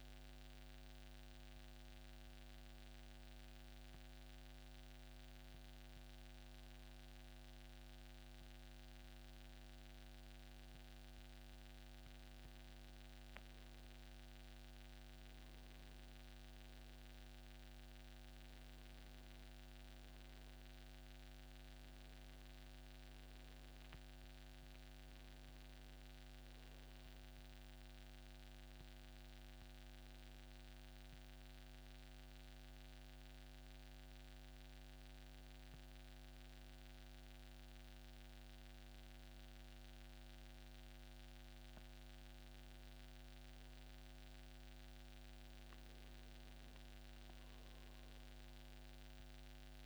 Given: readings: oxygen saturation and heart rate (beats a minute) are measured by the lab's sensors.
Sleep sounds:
breathing in sleep, hard to hear, by a microphone on the trachea; none
none scored
From the record:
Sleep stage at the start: N1 (lightest sleep); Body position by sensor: on the back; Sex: male

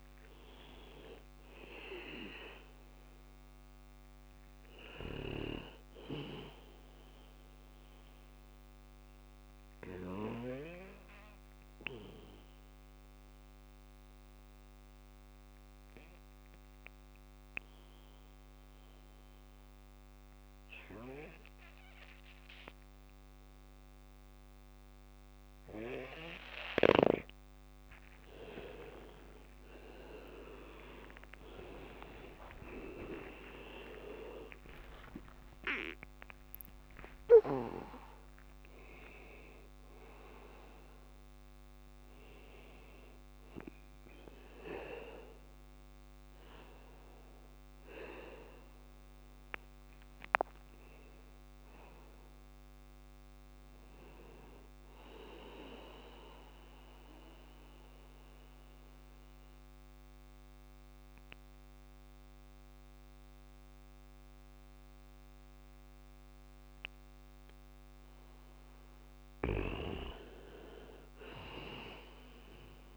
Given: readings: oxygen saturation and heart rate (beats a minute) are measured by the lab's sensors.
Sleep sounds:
breathing in sleep by a microphone on the trachea; 2
2.50-15.50 s: oxygen desaturation (device-marked, oxygen 97% before, 93% lowest, heart rate 63 before, 58 extreme)
5.50-17.50 s: bradycardia (device-marked, heart rate 60 before, 58 extreme)
7.00-26.50 s: obstructive apnea (oxygen 99% before, 93% lowest, heart rate 64 before, 58 extreme, up 16 after)
19.50-25.50 s: bradycardia (device-marked, heart rate 60 before, 59 extreme)
29.00-34.00 s: arousal
33.50-48.50 s: drop in pulse transit time (device-marked, heart rate 60 before, 71 extreme)
34.00-36.00 s: long interval between heartbeats (device-marked, heart rate 60 before, 75 extreme)
53.50-66.50 s: bradycardia (device-marked, heart rate 60 before, 57 extreme)
55.50-67.00 s: obstructive apnea (oxygen 98% before, 93% lowest, heart rate 71 before, 57 extreme, up 3 after)
67.50-72.97 s: bradycardia (device-marked, heart rate 60 before, 57 extreme)
69.50-72.97 s: arousal
From the record:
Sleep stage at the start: N2 (light sleep); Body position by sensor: on the back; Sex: male

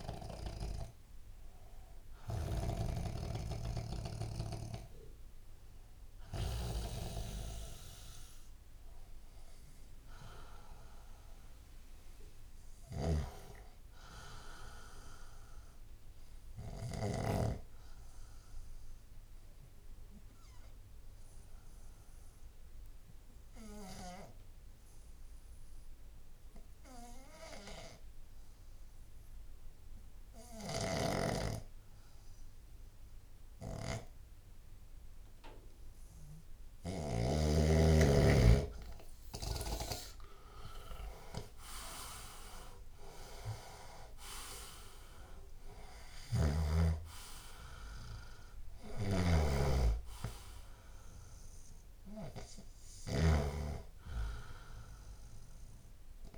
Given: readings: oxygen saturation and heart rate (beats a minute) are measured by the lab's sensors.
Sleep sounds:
breathing in sleep by a room microphone; 1
0.00-3.00 s: snoring (device-marked)
0.00-6.00 s: oxygen desaturation (device-marked, oxygen 93% lowest, heart rate 56 extreme)
13.00-17.50 s: snoring (device-marked)
19.00-37.00 s: obstructive apnea (oxygen 98% before, 87% lowest, heart rate 79 before, 56 extreme, up 22 after)
20.00-26.00 s: bradycardia (device-marked, heart rate 76 before, 56 extreme)
30.50-37.50 s: snoring (device-marked)
35.00-56.38 s: oxygen desaturation (device-marked, oxygen 96% before, 87% lowest, heart rate 69 before, 64 extreme)
39.50-43.00 s: arousal
46.00-56.38 s: snoring (device-marked)
From the record:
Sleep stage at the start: N2 (light sleep); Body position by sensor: on the left side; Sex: male

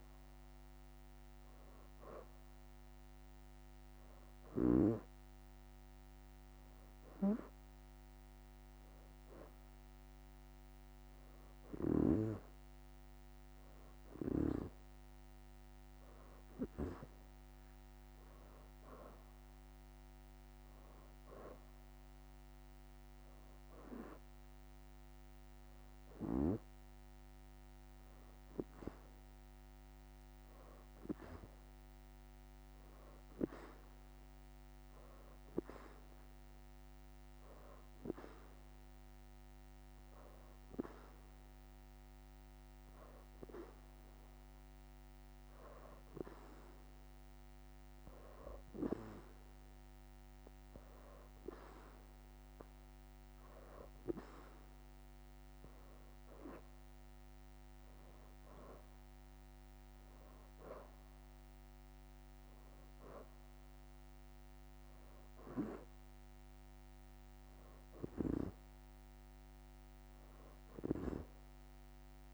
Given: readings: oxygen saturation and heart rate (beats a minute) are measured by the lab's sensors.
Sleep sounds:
breathing in sleep by a microphone on the trachea; 1
0.00-1.00 s: arousal
0.00-2.50 s: leg movement (device-marked)
3.00-16.00 s: oxygen desaturation (device-marked, oxygen 94% before, 90% lowest, heart rate 94 before, 84 extreme)
18.00-20.00 s: leg movement (device-marked)
18.00-35.00 s: oxygen desaturation (device-marked, oxygen 93% before, 90% lowest, heart rate 96 before, 84 extreme)
38.50-54.50 s: hypopnea (oxygen 93% before, 88% lowest, heart rate 86 before, 84 extreme, up 5 after)
56.00-60.00 s: arousal
56.50-60.00 s: leg movement (device-marked)
From the record:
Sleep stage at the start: N2 (light sleep); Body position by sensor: on the back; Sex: female

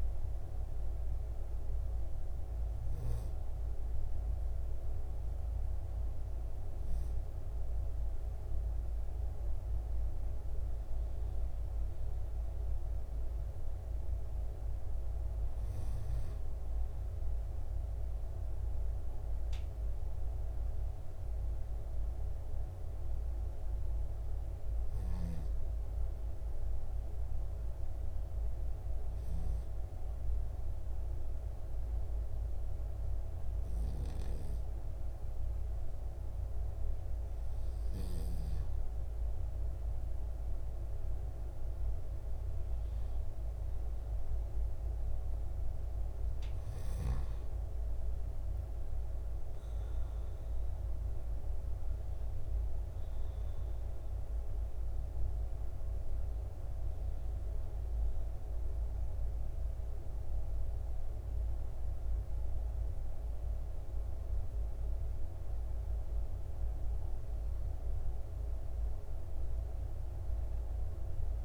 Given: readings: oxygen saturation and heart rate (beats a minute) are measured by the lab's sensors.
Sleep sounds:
breathing in sleep, hard to hear, by a room microphone; none
48.00-51.50 s: arousal
From the record:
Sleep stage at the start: N2 (light sleep); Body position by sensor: on the back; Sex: male

